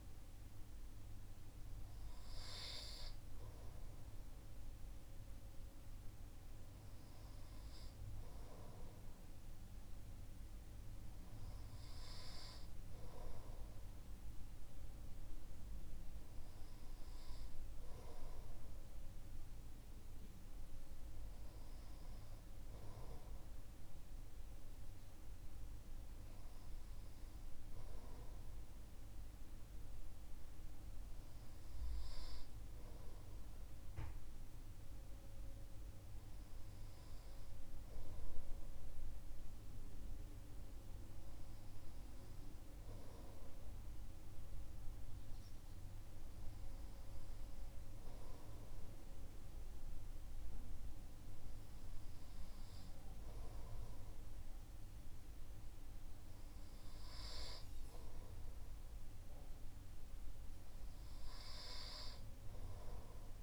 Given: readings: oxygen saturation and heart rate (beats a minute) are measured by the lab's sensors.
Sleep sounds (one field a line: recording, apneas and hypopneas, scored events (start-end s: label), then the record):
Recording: breathing in sleep, hard to hear, by a room microphone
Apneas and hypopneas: none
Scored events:
none scored
From the record:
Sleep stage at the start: N2 (light sleep)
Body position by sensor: on the right side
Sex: male